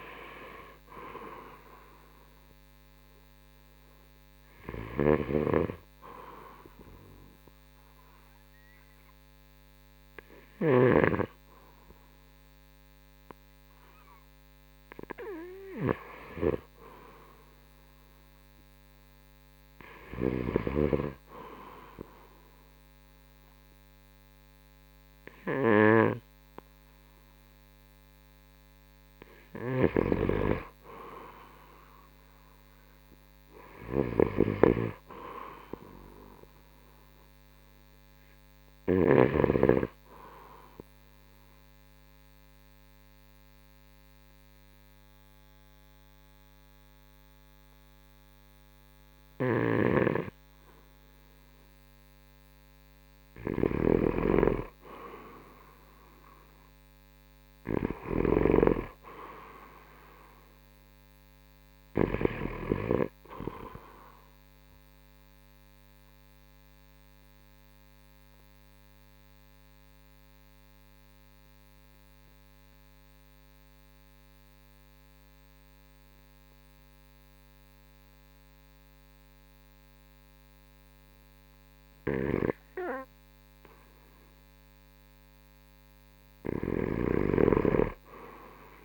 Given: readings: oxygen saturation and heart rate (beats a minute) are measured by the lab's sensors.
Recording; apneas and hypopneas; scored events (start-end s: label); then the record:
breathing in sleep by a microphone on the trachea; 3
0.00-5.50 s: drop in pulse transit time (device-marked, heart rate 66 extreme)
0.50-12.50 s: oxygen desaturation (device-marked, oxygen 94% before, 88% lowest, heart rate 71 before, 62 extreme)
6.00-17.00 s: hypopnea (oxygen 94% before, 88% lowest, heart rate 74 before, 62 extreme, up 1 after)
19.00-24.00 s: arousal
26.50-39.50 s: oxygen desaturation (device-marked, oxygen 97% before, 93% lowest, heart rate 71 before, 63 extreme)
34.50-39.50 s: snoring (device-marked)
40.50-50.50 s: obstructive apnea (oxygen 97% before, 86% lowest, heart rate 67 before, 63 extreme, up 1 after)
49.50-58.50 s: snoring (device-marked)
52.50-56.50 s: arousal
56.50-68.50 s: drop in pulse transit time (device-marked, heart rate 67 before, 65 extreme)
63.50-77.50 s: oxygen desaturation (device-marked, oxygen 95% before, 89% lowest, heart rate 67 before, 59 extreme)
64.50-83.50 s: obstructive apnea (oxygen 95% before, 86% lowest, heart rate 68 before, 59 extreme, up 27 after)
82.50-88.85 s: drop in pulse transit time (device-marked, heart rate 67 before, 71 extreme)
85.50-88.85 s: oxygen desaturation (device-marked, oxygen 96% before, 86% lowest, heart rate 67 before, 67 extreme)
From the record:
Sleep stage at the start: N2 (light sleep); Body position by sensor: on the right side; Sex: male